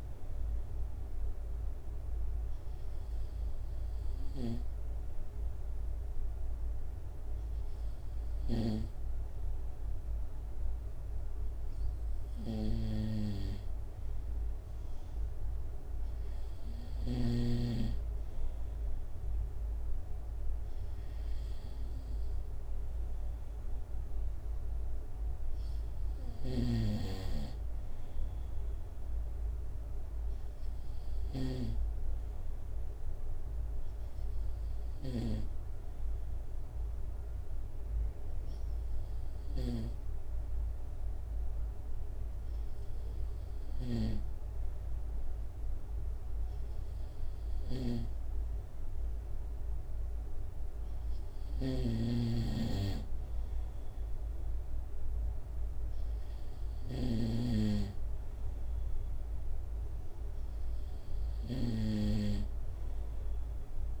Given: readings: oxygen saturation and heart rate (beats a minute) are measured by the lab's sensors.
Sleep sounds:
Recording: breathing in sleep by a room microphone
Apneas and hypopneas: 1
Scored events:
30.00-33.50 s: arousal
36.00-49.00 s: obstructive apnea (oxygen 95% before, 94% lowest, heart rate 69 before, 66 extreme, up 2 after)
47.50-62.00 s: snoring (device-marked)
50.50-54.00 s: arousal
From the record:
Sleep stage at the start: N2 (light sleep)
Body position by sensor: on the right side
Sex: male

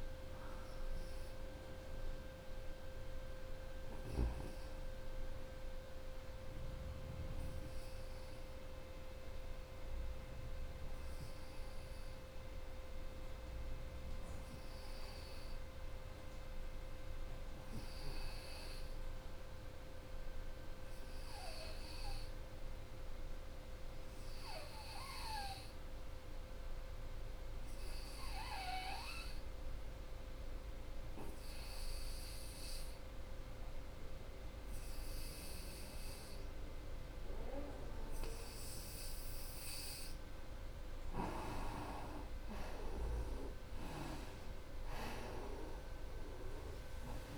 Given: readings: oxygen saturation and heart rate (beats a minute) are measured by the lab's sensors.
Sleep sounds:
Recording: breathing in sleep by a room microphone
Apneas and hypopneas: 1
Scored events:
0.00-7.50 s: oxygen desaturation (device-marked, oxygen 83% lowest, heart rate 60 extreme)
13.50-17.50 s: arousal
20.00-39.50 s: hypopnea (oxygen 94% before, 82% lowest, heart rate 79 before, 69 extreme, up 2 after)
24.50-47.38 s: oxygen desaturation (device-marked, oxygen 92% before, 82% lowest, heart rate 81 before, 69 extreme)
40.50-44.00 s: arousal
41.50-43.50 s: long interval between heartbeats (device-marked, heart rate 81 before, 74 extreme)
42.50-47.38 s: drop in pulse transit time (device-marked, heart rate 81 before, 69 extreme)
44.00-46.00 s: long interval between heartbeats (device-marked, heart rate 81 before, 76 extreme)
From the record:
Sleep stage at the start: N2 (light sleep)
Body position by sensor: on the right side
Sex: female

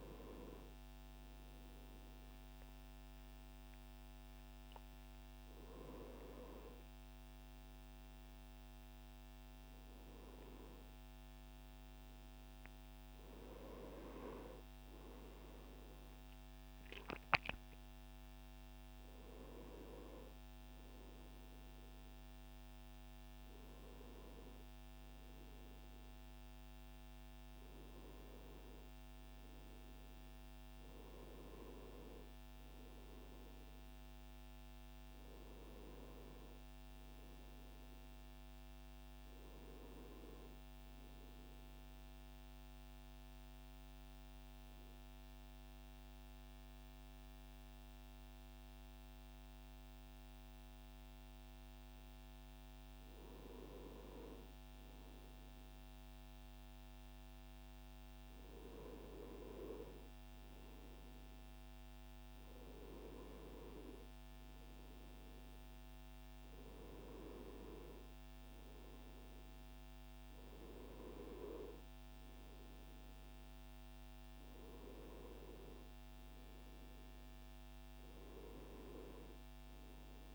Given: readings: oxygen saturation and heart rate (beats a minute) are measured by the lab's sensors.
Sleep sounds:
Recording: a person partly awake in a sleep study, by a microphone on the trachea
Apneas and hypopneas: 1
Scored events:
19.50-80.35 s: new sleep stage, N2 (light sleep)
42.00-52.50 s: obstructive apnea (oxygen 98% before, 97% lowest, heart rate 69 before, 62 extreme, up 4 after)
55.00-59.50 s: arousal
From the record:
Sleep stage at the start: awake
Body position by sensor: on the front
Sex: male

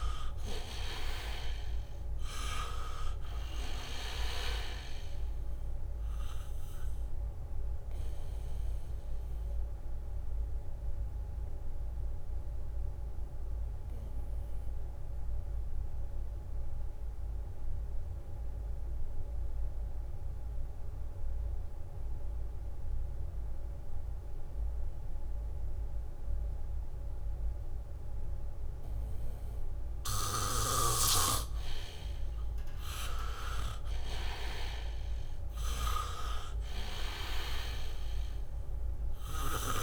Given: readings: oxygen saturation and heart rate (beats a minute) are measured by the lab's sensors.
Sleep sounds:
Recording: breathing in sleep by a room microphone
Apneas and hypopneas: 1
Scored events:
0.00-3.00 s: arousal
0.00-20.50 s: oxygen desaturation (device-marked, oxygen 79% lowest, heart rate 65 extreme)
8.00-30.00 s: obstructive apnea (oxygen 99% before, 79% lowest, heart rate 69 before, 65 extreme, up 1 after)
25.00-29.50 s: leg movement (device-marked)
27.50-39.82 s: oxygen desaturation (device-marked, oxygen 98% before, 80% lowest, heart rate 70 before, 65 extreme)
34.00-38.00 s: arousal
From the record:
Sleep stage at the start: N2 (light sleep)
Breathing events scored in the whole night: 390 in 4.1 hours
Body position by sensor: on the back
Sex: male

